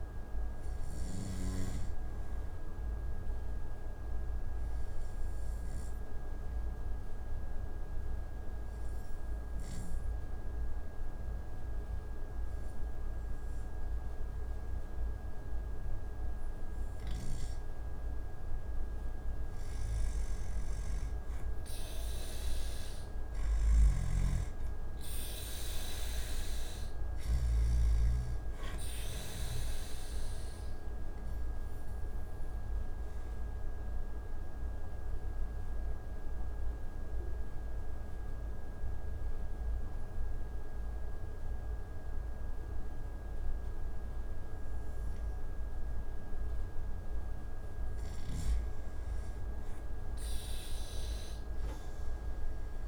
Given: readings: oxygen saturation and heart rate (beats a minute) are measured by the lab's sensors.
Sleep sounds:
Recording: breathing in sleep, hard to hear, by a room microphone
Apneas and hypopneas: 2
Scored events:
0.00-17.50 s: oxygen desaturation (device-marked, oxygen 90% lowest)
2.50-18.00 s: obstructive apnea (oxygen 97% before, 88% lowest)
20.00-23.00 s: arousal
25.50-49.50 s: oxygen desaturation (device-marked, oxygen 96% before, 88% lowest)
29.50-46.00 s: obstructive apnea (oxygen 96% before, 88% lowest)
49.50-52.50 s: arousal
From the record:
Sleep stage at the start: N2 (light sleep)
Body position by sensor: on the back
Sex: male

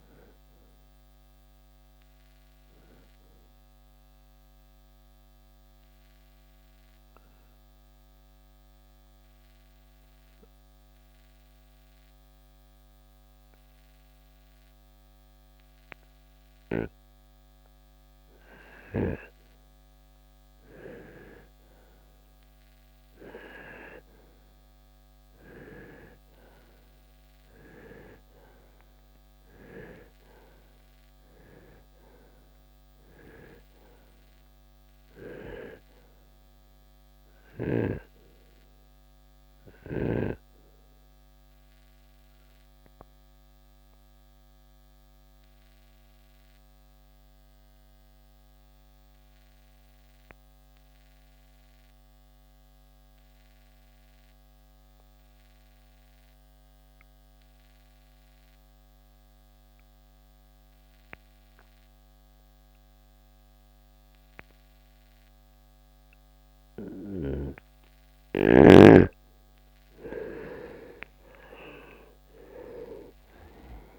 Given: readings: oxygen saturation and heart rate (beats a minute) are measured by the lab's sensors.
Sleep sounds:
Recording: breathing in sleep by a microphone on the trachea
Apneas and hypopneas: 2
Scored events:
0.00-7.50 s: oxygen desaturation (device-marked, oxygen 84% lowest, heart rate 62 extreme)
3.50-19.00 s: obstructive apnea (oxygen 95% before, 84% lowest, heart rate 85 before, 62 extreme, up 7 after)
25.00-29.00 s: arousal
29.50-62.50 s: oxygen desaturation (device-marked, oxygen 97% before, 86% lowest, heart rate 68 before, 44 extreme)
42.50-67.50 s: obstructive apnea (oxygen 97% before, 82% lowest, heart rate 73 before, 44 extreme, up 4 after)
70.00-73.99 s: arousal
From the record:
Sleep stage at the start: N2 (light sleep)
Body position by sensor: on the right side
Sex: male

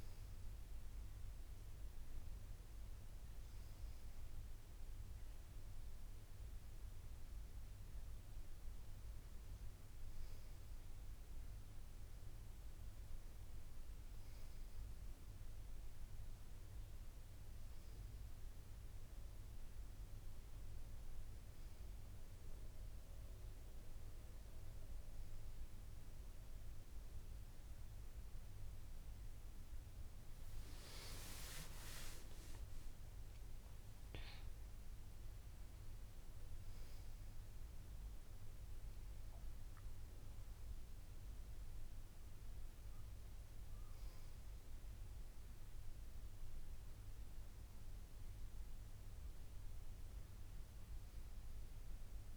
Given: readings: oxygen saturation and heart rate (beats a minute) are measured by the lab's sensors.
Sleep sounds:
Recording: breathing in sleep, hard to hear, by a room microphone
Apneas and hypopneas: none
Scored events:
1.50-52.37 s: new sleep stage, N2 (light sleep)
From the record:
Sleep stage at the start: N1 (lightest sleep)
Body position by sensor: on the back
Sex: female

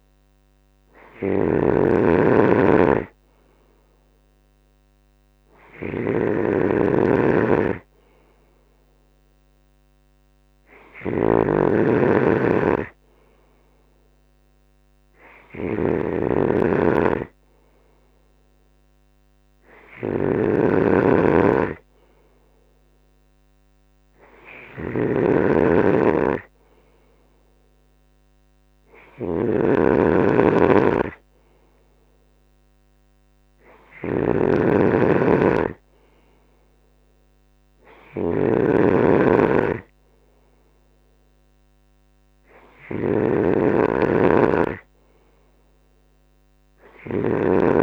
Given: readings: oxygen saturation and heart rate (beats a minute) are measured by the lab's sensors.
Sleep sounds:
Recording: breathing in sleep by a microphone on the trachea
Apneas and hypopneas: none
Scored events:
0.00-47.83 s: snoring (device-marked)
From the record:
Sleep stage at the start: N2 (light sleep)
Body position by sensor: on the right side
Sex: male

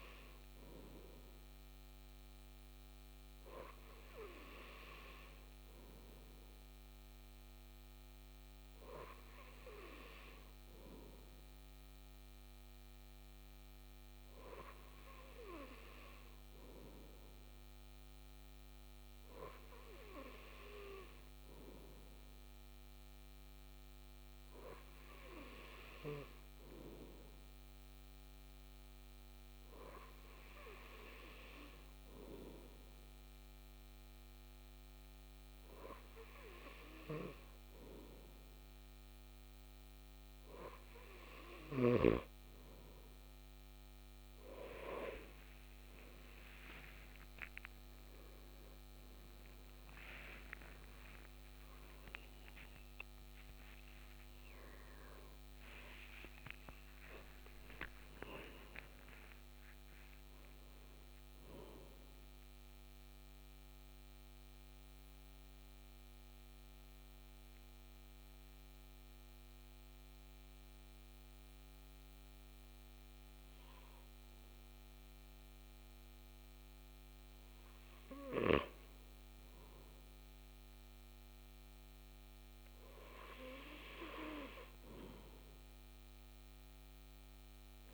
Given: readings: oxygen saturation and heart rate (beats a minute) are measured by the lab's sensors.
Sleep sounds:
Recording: breathing in sleep by a microphone on the trachea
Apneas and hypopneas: none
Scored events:
45.50-51.50 s: arousal
From the record:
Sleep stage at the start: N2 (light sleep)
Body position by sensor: on the back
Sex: male

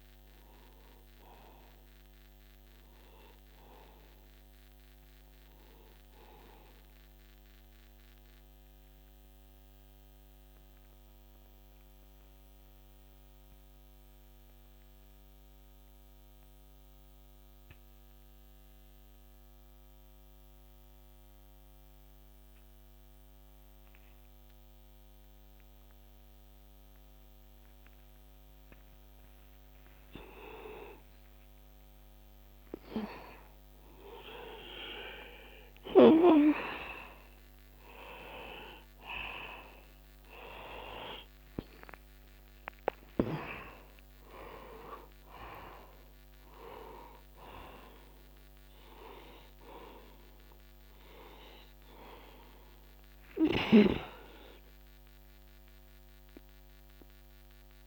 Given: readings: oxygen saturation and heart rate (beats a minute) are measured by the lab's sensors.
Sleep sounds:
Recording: a person partly awake in a sleep study, by a microphone on the trachea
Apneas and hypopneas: 1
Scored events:
0.00-12.50 s: oxygen desaturation (device-marked, oxygen 84% lowest, heart rate 61 extreme)
6.50-57.87 s: new sleep stage, N2 (light sleep)
8.50-31.00 s: mixed apnea (oxygen 94% before, 87% lowest, heart rate 66 before, 64 extreme, up 18 after)
32.50-36.00 s: arousal
36.50-57.87 s: oxygen desaturation (device-marked, oxygen 98% before, 87% lowest, heart rate 71 before, 63 extreme)
52.00-56.00 s: arousal
From the record:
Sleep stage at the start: awake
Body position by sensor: on the back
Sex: male

